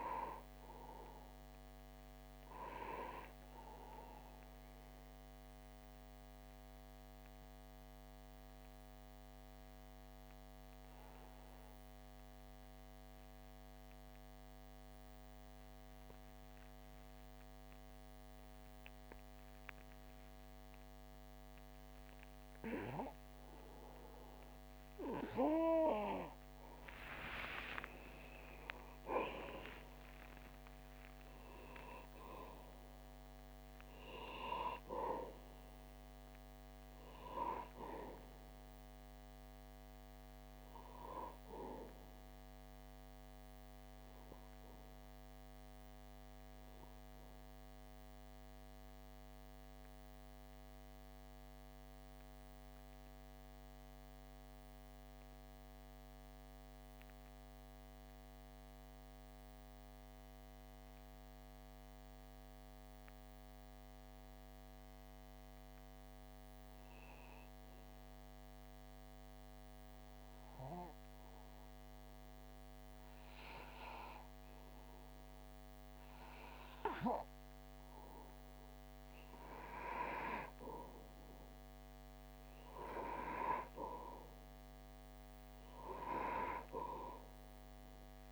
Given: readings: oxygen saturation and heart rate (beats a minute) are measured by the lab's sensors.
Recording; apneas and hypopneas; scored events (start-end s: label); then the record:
breathing in sleep by a microphone on the trachea; 2
3.50-25.00 s: obstructive apnea (oxygen 94% before, 89% lowest)
23.50-53.50 s: oxygen desaturation (device-marked, oxygen 95% before, 89% lowest)
25.50-30.50 s: arousal
43.00-77.00 s: obstructive apnea (oxygen 95% before, 89% lowest)
72.50-88.32 s: oxygen desaturation (device-marked, oxygen 98% before, 93% lowest)
79.00-83.50 s: arousal
From the record:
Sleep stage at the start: N2 (light sleep); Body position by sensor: on the back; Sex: male